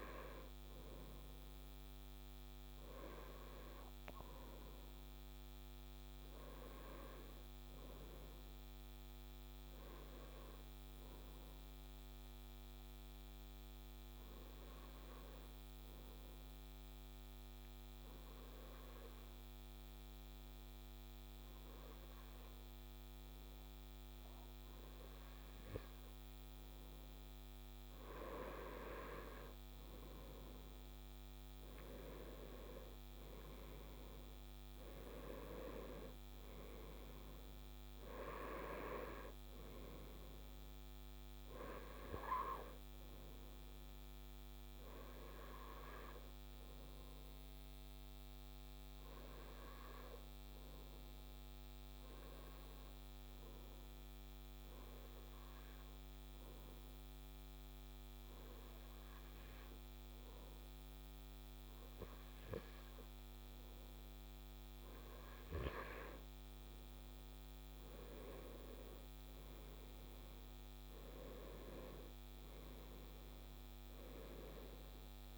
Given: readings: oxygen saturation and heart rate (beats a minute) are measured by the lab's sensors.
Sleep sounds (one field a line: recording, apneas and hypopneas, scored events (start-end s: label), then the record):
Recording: breathing in sleep by a microphone on the trachea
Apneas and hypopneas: 2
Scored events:
0.00-3.00 s: arousal
12.50-28.00 s: hypopnea (oxygen 97% before, 94% lowest, heart rate 126 before, 70 extreme, up 36 after)
29.50-35.00 s: arousal
52.50-64.50 s: hypopnea (oxygen 97% before, 95% lowest, heart rate 118 before, 85 extreme)
67.50-73.00 s: arousal
From the record:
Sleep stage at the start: N2 (light sleep)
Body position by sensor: on the right side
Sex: male